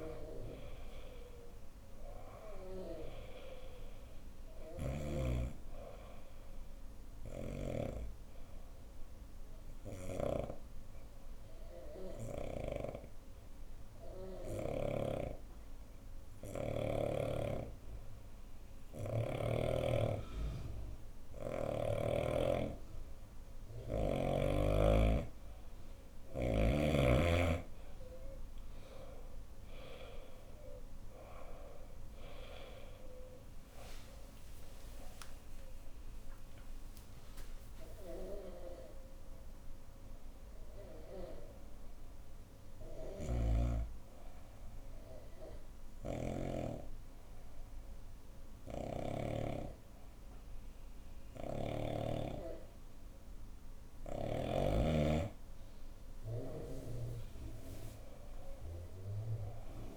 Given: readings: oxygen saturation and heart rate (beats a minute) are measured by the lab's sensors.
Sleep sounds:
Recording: breathing in sleep by a room microphone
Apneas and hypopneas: 2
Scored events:
0.00-2.00 s: arousal
0.00-13.00 s: oxygen desaturation (device-marked, oxygen 91% lowest, heart rate 70 extreme)
4.00-7.50 s: snoring (device-marked)
8.00-20.50 s: obstructive apnea (oxygen 97% before, 89% lowest, heart rate 72 before, 71 extreme, up 2 after)
21.00-46.00 s: oxygen desaturation (device-marked, oxygen 96% before, 89% lowest, heart rate 73 before, 65 extreme)
32.00-37.00 s: arousal
42.50-46.00 s: snoring (device-marked)
43.00-53.50 s: obstructive apnea (oxygen 96% before, 91% lowest, heart rate 77 before, 65 extreme, up 6 after)
48.00-51.50 s: snoring (device-marked)
55.50-59.97 s: arousal
From the record:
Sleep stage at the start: N2 (light sleep)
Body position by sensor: on the right side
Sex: female

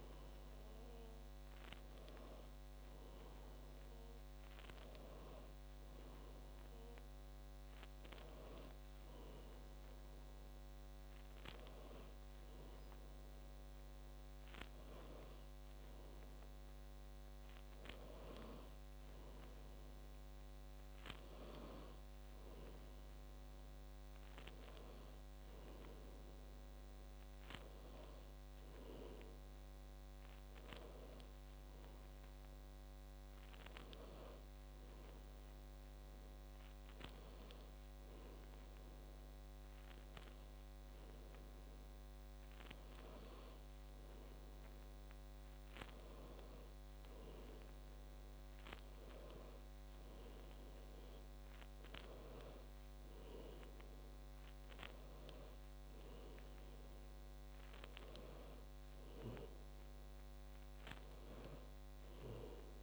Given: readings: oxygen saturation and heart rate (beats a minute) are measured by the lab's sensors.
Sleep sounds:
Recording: breathing in sleep by a microphone on the trachea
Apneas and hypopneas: none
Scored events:
none scored
From the record:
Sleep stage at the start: N1 (lightest sleep)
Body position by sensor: on the back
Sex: female

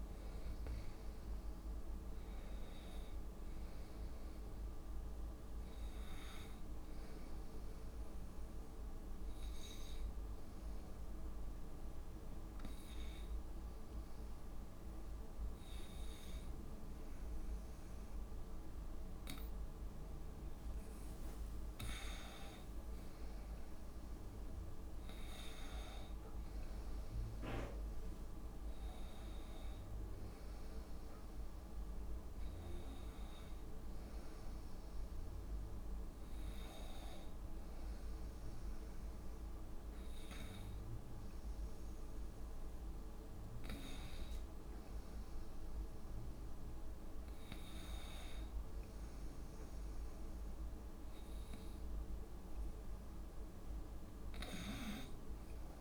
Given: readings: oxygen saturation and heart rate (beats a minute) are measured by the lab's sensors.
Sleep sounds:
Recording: breathing in sleep, hard to hear, by a room microphone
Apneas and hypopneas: 1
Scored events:
0.00-17.50 s: oxygen desaturation (device-marked, oxygen 85% lowest, heart rate 62 extreme)
9.00-21.50 s: hypopnea (oxygen 96% before, 85% lowest, heart rate 68 before, 62 extreme, up 25 after)
21.50-23.50 s: long interval between heartbeats (device-marked, heart rate 67 before, 85 extreme)
24.50-29.50 s: arousal
43.50-45.50 s: long interval between heartbeats (device-marked, heart rate 71 before, 85 extreme)
From the record:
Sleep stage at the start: N2 (light sleep)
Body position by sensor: on the front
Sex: female

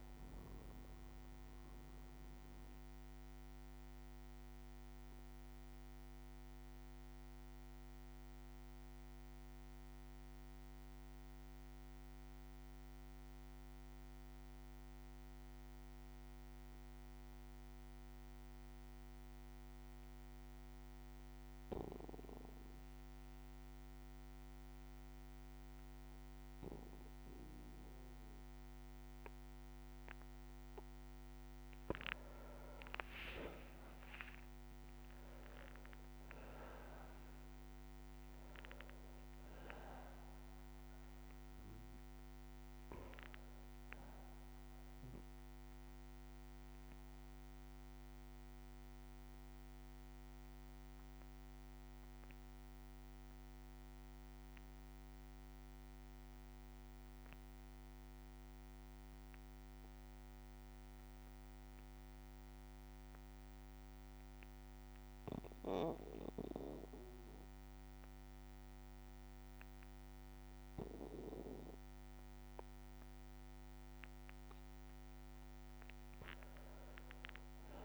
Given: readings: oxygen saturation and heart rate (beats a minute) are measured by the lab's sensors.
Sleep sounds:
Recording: breathing in sleep by a microphone on the trachea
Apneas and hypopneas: 2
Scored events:
0.00-14.00 s: oxygen desaturation (device-marked, oxygen 92% lowest, heart rate 58 extreme)
2.00-14.00 s: bradycardia (device-marked, heart rate 62 before, 58 extreme)
3.50-29.50 s: obstructive apnea (oxygen 99% before, 92% lowest, heart rate 62 before, 58 extreme, up 5 after)
31.00-56.00 s: oxygen desaturation (device-marked, oxygen 99% before, 94% lowest, heart rate 60 before, 58 extreme)
32.00-36.50 s: arousal
46.00-54.00 s: bradycardia (device-marked, heart rate 62 before, 58 extreme)
48.00-72.50 s: obstructive apnea (oxygen 99% before, 93% lowest, heart rate 63 before, 59 extreme, up 2 after)
75.00-77.85 s: oxygen desaturation (device-marked, oxygen 99% before, 93% lowest, heart rate 60 before, 60 extreme)
76.50-77.85 s: arousal
From the record:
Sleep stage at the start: N2 (light sleep)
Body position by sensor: on the back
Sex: male

